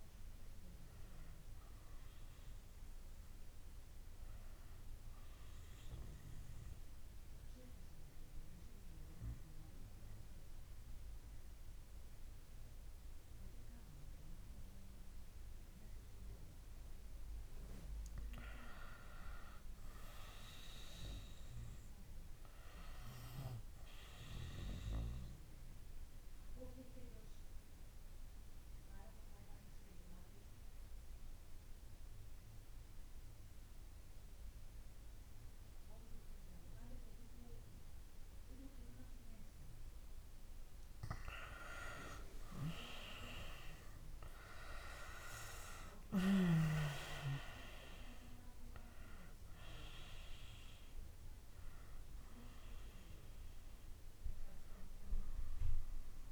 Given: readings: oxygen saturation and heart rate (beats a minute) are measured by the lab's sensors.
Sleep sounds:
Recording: breathing in sleep by a room microphone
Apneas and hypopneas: 2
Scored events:
0.50-14.50 s: oxygen desaturation (device-marked, oxygen 95% before, 87% lowest)
7.00-18.00 s: obstructive apnea (oxygen 95% before, 86% lowest)
19.50-22.50 s: arousal
25.50-39.50 s: obstructive apnea (oxygen 95% before, 86% lowest)
31.50-43.50 s: oxygen desaturation (device-marked, oxygen 94% before, 88% lowest)
44.00-48.00 s: arousal
52.50-56.32 s: oxygen desaturation (device-marked, oxygen 93% before, 86% lowest)
From the record:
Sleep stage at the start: N2 (light sleep)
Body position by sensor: on the left side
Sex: female

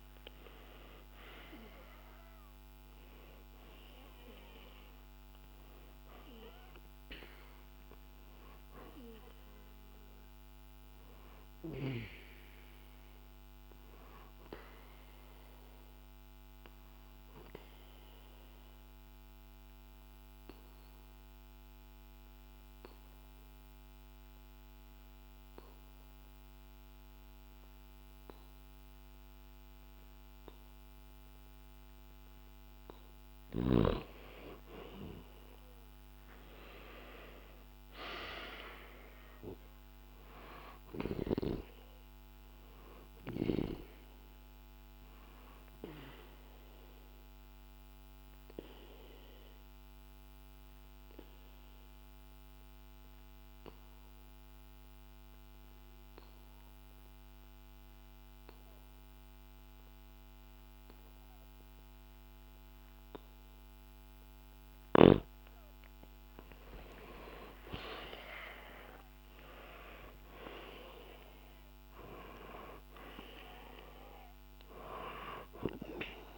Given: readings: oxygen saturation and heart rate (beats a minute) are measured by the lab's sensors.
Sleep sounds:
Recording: breathing in sleep by a microphone on the trachea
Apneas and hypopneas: 2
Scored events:
0.00-1.50 s: arousal
2.50-26.50 s: oxygen desaturation (device-marked, oxygen 97% before, 91% lowest, heart rate 63 before, 62 extreme)
13.00-32.50 s: obstructive apnea (oxygen 97% before, 91% lowest, heart rate 65 before, 62 extreme)
35.00-38.00 s: arousal
38.50-62.50 s: oxygen desaturation (device-marked, oxygen 98% before, 92% lowest, heart rate 65 before, 63 extreme)
45.50-65.00 s: obstructive apnea (oxygen 98% before, 92% lowest, heart rate 64 before, 64 extreme, up 0 after)
67.00-70.50 s: arousal
74.50-76.38 s: oxygen desaturation (device-marked, oxygen 98% before, 92% lowest, heart rate 65 before, 64 extreme)
From the record:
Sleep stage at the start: N2 (light sleep)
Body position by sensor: on the back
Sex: male

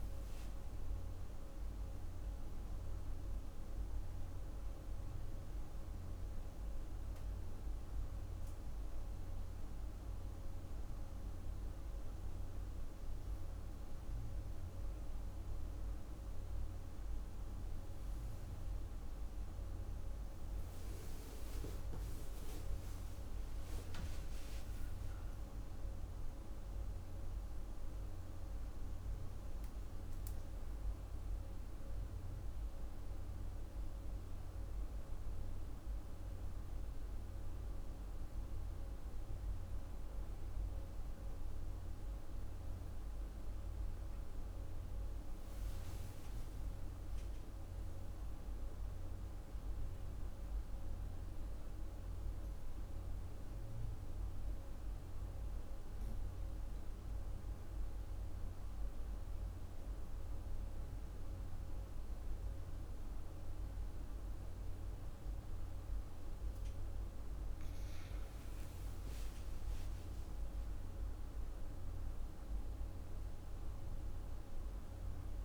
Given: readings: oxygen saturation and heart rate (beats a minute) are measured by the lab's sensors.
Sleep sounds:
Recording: breathing in sleep, hard to hear, by a room microphone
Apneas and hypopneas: 2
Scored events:
11.00-21.00 s: obstructive apnea (oxygen 99% before, 92% lowest)
24.00-29.00 s: arousal
27.50-75.45 s: new sleep stage, N2 (light sleep)
31.50-53.50 s: oxygen desaturation (device-marked, oxygen 97% before, 93% lowest)
51.50-67.50 s: obstructive apnea (oxygen 97% before, 89% lowest)
68.50-75.45 s: oxygen desaturation (device-marked, oxygen 97% before, 89% lowest)
69.50-74.50 s: arousal
From the record:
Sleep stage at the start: N1 (lightest sleep)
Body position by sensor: on the right side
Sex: female

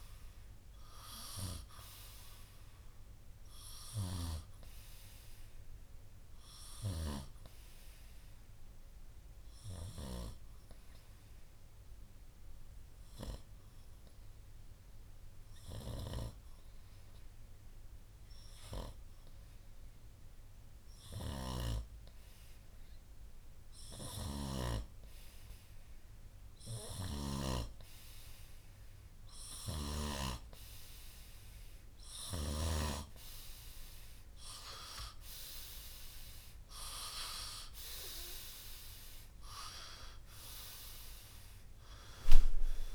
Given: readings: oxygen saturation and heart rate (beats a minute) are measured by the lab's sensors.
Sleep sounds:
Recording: breathing in sleep by a room microphone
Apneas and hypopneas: 1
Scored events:
8.00-21.50 s: hypopnea (heart rate 62 before, 59 extreme, up 4 after)
40.00-42.95 s: new sleep stage, awake
From the record:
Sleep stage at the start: N2 (light sleep)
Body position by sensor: on the right side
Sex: male

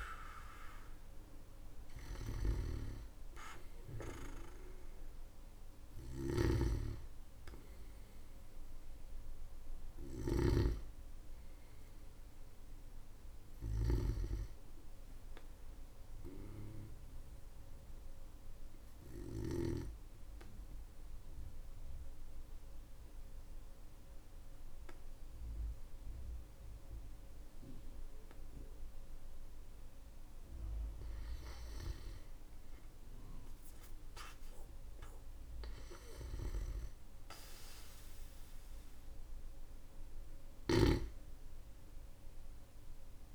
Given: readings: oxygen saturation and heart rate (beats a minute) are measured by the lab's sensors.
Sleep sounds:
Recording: breathing in sleep by a room microphone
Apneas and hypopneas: 1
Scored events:
0.00-19.50 s: snoring (device-marked)
0.00-23.50 s: oxygen desaturation (device-marked, oxygen 90% lowest, heart rate 45 extreme)
16.00-29.50 s: obstructive apnea (oxygen 97% before, 91% lowest, heart rate 67 before, 47 extreme, up 24 after)
31.00-35.00 s: arousal
From the record:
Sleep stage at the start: N2 (light sleep)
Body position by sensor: on the back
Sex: male

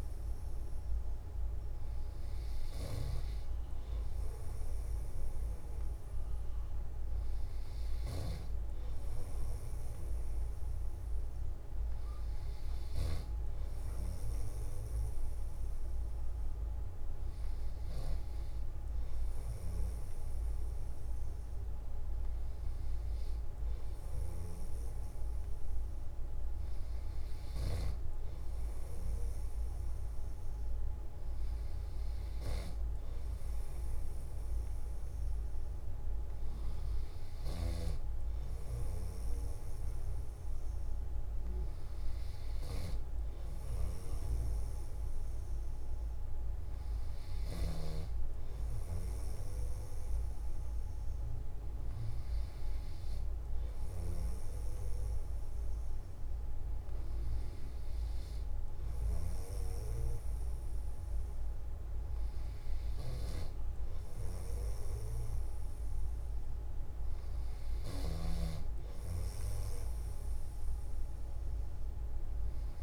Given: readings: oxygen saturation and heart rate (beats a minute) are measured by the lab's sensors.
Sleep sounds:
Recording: breathing in sleep by a room microphone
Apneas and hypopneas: none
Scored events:
none scored
From the record:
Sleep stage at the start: N3 (deep sleep)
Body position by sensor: on the back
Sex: male

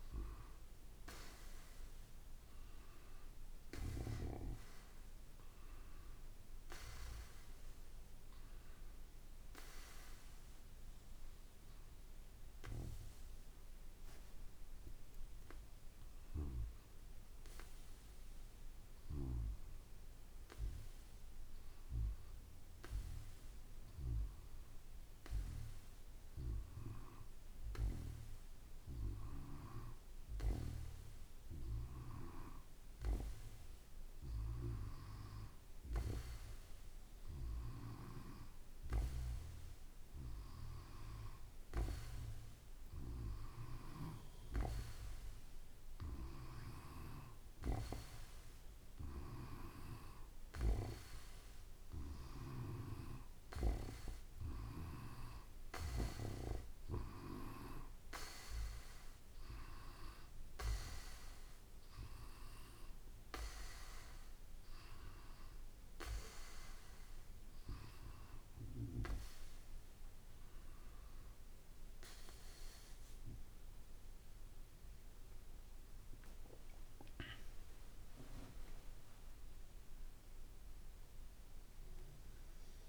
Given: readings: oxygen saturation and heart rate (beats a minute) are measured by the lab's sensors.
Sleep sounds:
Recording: breathing in sleep by a room microphone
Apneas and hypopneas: 1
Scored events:
15.00-49.50 s: hypopnea (oxygen 95% before, 92% lowest, heart rate 57 before, 55 extreme, up 0 after)
28.00-54.00 s: oxygen desaturation (device-marked, oxygen 95% before, 92% lowest, heart rate 56 before, 55 extreme)
51.00-54.00 s: arousal
76.00-80.50 s: arousal
From the record:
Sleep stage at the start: N2 (light sleep)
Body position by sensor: on the back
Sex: male

